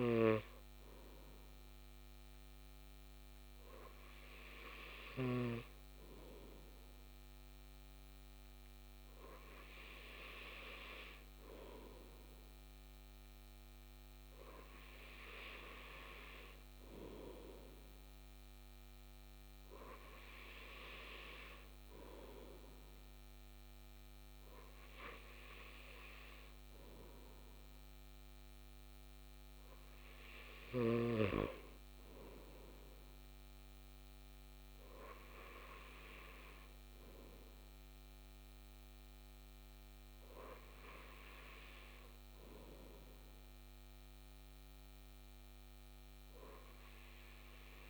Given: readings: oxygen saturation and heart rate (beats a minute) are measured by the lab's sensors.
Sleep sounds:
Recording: breathing in sleep by a microphone on the trachea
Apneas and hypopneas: none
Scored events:
0.00-5.50 s: snoring (device-marked)
From the record:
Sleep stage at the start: N2 (light sleep)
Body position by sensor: on the back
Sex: male

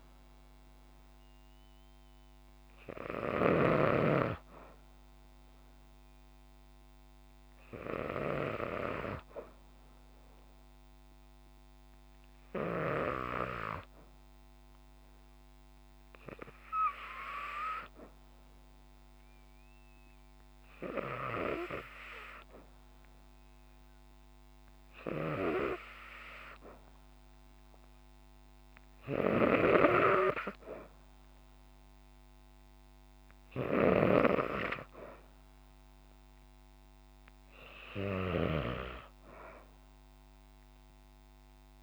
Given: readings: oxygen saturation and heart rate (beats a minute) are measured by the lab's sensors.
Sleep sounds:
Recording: breathing in sleep by a microphone on the trachea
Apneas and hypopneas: 1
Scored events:
9.50-23.00 s: hypopnea (oxygen 97% before, 93% lowest, heart rate 65 before, 63 extreme)
24.50-28.50 s: arousal
From the record:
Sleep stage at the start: N2 (light sleep)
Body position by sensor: on the back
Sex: female

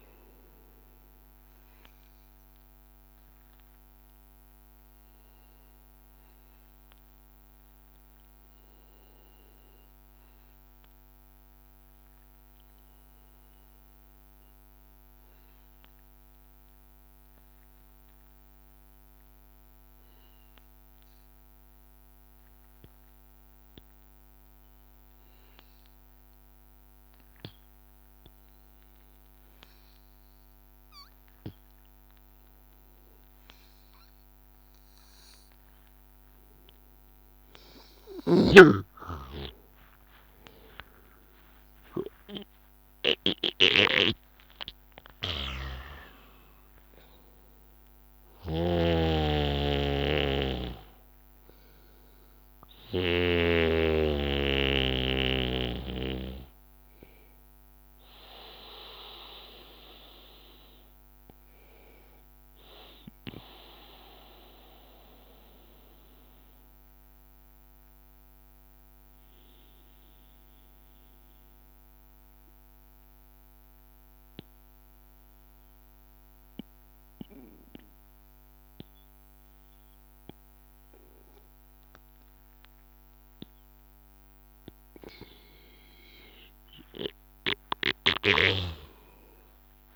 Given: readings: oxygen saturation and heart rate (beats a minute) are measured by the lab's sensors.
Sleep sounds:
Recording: breathing in sleep by a microphone on the trachea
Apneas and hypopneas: 2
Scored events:
0.00-12.00 s: oxygen desaturation (device-marked, oxygen 93% lowest, heart rate 79 extreme)
4.50-35.00 s: hypopnea (oxygen 97% before, 93% lowest, heart rate 83 before, 79 extreme, up 1 after)
32.00-66.00 s: oxygen desaturation (device-marked, oxygen 98% before, 93% lowest, heart rate 81 before, 80 extreme)
37.50-41.00 s: arousal
63.00-82.50 s: hypopnea (oxygen 97% before, 96% lowest, heart rate 82 before, 71 extreme, up 0 after)
85.50-89.50 s: arousal
From the record:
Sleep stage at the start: N2 (light sleep)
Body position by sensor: on the back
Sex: male

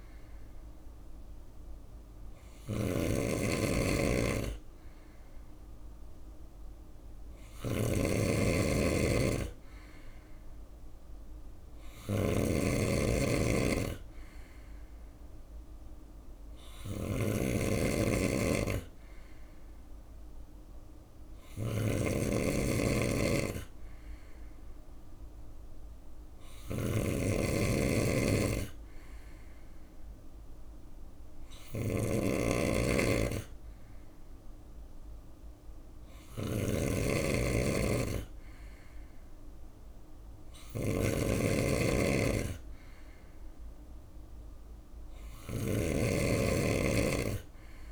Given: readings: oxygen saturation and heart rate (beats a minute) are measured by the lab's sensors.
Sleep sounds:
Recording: breathing in sleep by a room microphone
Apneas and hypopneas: none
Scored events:
0.00-47.92 s: snoring (device-marked)
From the record:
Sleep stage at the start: N3 (deep sleep)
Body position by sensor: on the right side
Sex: male

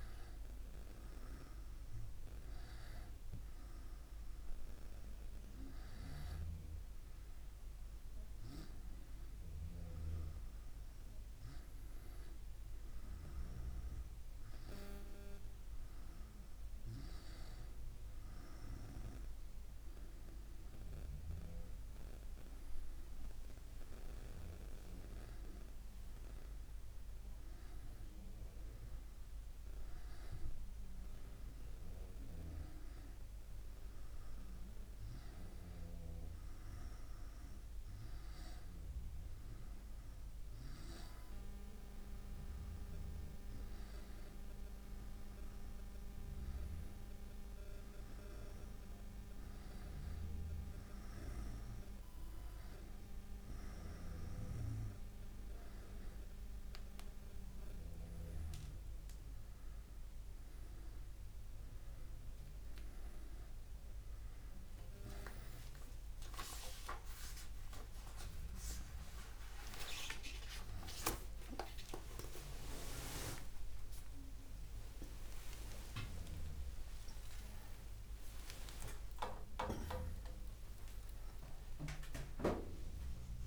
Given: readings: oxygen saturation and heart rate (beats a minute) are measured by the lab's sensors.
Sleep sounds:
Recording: breathing in sleep by a room microphone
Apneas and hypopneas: none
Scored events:
72.00-83.47 s: new sleep stage, awake
From the record:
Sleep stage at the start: N2 (light sleep)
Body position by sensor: on the back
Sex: male

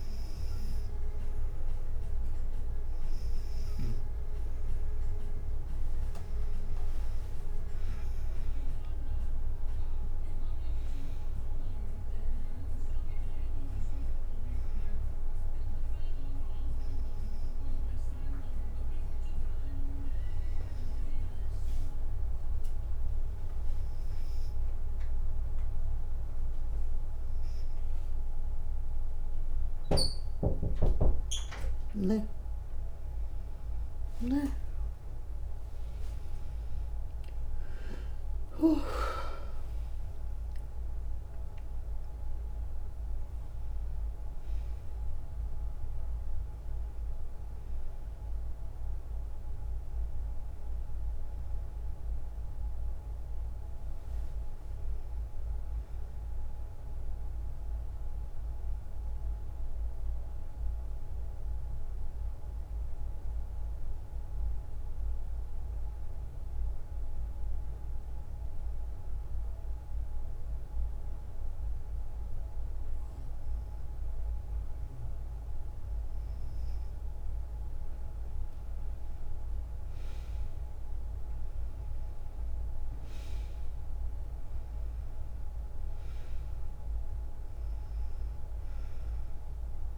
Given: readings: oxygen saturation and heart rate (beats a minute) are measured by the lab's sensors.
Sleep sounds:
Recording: breathing in sleep by a room microphone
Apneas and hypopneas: 2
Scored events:
10.00-14.50 s: arousal
19.50-32.00 s: hypopnea (oxygen 96% before, 94% lowest, heart rate 62 before, 53 extreme, up 11 after)
34.00-39.50 s: arousal
58.50-62.50 s: arousal
64.00-77.50 s: obstructive apnea (oxygen 97% before, 94% lowest, heart rate 57 before, 54 extreme, up 7 after)
79.50-83.50 s: arousal
85.50-89.98 s: oxygen desaturation (device-marked, oxygen 99% before, 94% lowest, heart rate 57 before, 56 extreme)
From the record:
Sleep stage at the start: N2 (light sleep)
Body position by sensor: on the back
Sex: female

